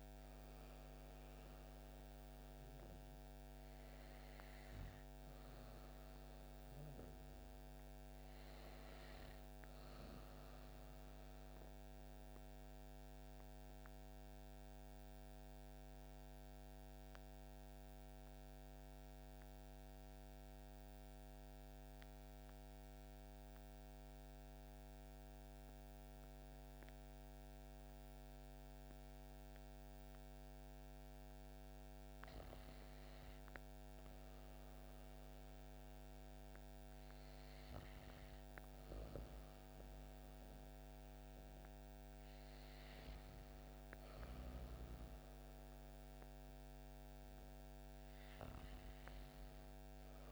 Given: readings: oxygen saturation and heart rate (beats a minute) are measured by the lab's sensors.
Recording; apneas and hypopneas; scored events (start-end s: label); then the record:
breathing in sleep, hard to hear, by a microphone on the trachea; 1
0.00-2.50 s: arousal
12.00-29.50 s: obstructive apnea (oxygen 95% before, 86% lowest)
23.50-50.32 s: new sleep stage, REM sleep
30.50-34.50 s: arousal
34.50-50.32 s: oxygen desaturation (device-marked, oxygen 95% before, 86% lowest)
From the record:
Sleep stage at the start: N2 (light sleep); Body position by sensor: on the back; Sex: female